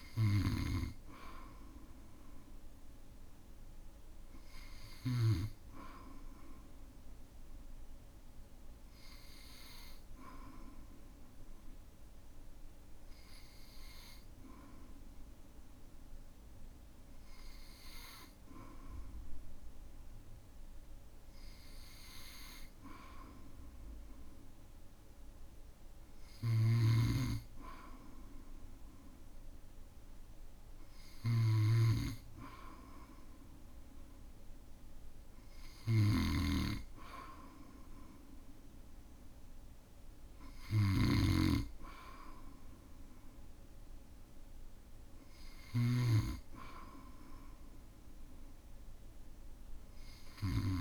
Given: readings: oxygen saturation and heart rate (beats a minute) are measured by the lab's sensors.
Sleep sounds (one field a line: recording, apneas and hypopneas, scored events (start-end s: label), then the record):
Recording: breathing in sleep by a room microphone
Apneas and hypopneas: none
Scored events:
0.00-5.50 s: snoring (device-marked)
26.50-50.81 s: snoring (device-marked)
From the record:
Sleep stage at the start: N2 (light sleep)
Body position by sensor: on the back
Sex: male